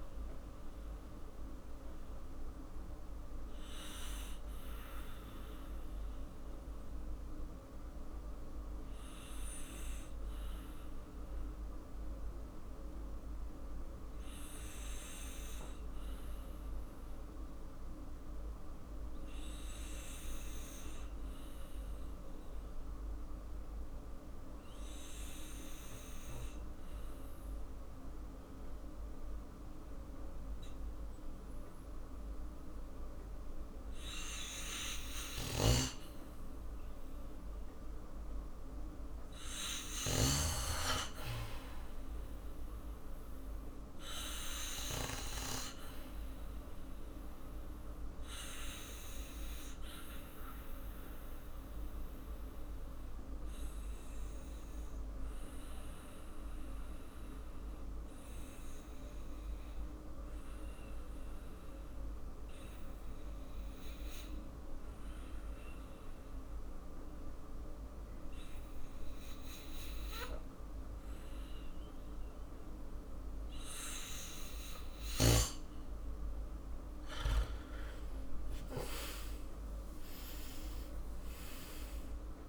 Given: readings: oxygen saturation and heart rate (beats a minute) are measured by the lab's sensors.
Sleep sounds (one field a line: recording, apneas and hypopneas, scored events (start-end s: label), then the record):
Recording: breathing in sleep by a room microphone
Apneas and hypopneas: 2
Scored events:
2.00-36.50 s: obstructive apnea (oxygen 99% before, 88% lowest, heart rate 58 before, 50 extreme, up 4 after)
8.50-22.50 s: oxygen desaturation (device-marked, oxygen 95% before, 88% lowest, heart rate 59 before, 53 extreme)
35.50-40.50 s: snoring (device-marked)
39.00-42.00 s: arousal
39.50-72.50 s: oxygen desaturation (device-marked, oxygen 99% before, 90% lowest, heart rate 56 before, 50 extreme)
46.00-74.00 s: obstructive apnea (oxygen 99% before, 87% lowest, heart rate 57 before, 50 extreme, up 9 after)
76.50-82.48 s: arousal
From the record:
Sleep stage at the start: N2 (light sleep)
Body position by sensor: on the back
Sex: male